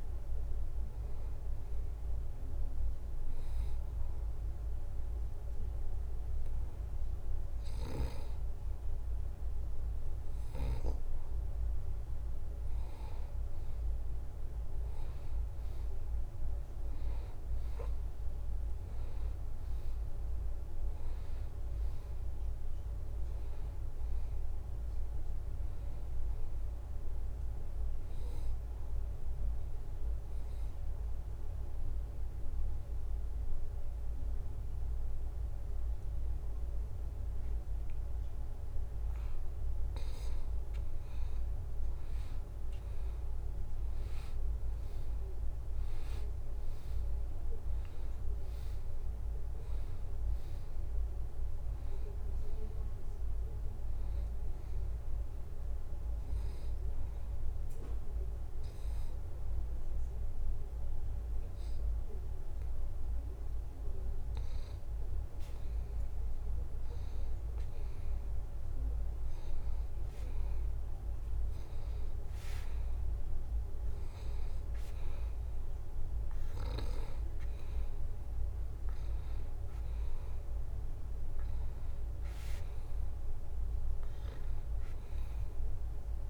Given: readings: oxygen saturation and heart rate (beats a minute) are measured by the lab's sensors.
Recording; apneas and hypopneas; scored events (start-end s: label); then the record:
breathing in sleep, hard to hear, by a room microphone; 3
1.00-12.00 s: hypopnea (oxygen 94% before, 88% lowest, heart rate 79 before, 78 extreme, up 0 after)
15.50-20.00 s: arousal
28.50-39.50 s: obstructive apnea (oxygen 93% before, 88% lowest, heart rate 79 before, 78 extreme, up 0 after)
45.00-50.00 s: arousal
47.00-65.00 s: oxygen desaturation (device-marked, oxygen 94% before, 88% lowest, heart rate 79 before, 78 extreme)
57.50-68.00 s: obstructive apnea (oxygen 94% before, 89% lowest, heart rate 79 before, 78 extreme, up 1 after)
75.00-80.50 s: arousal
From the record:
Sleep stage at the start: N2 (light sleep); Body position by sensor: on the back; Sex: male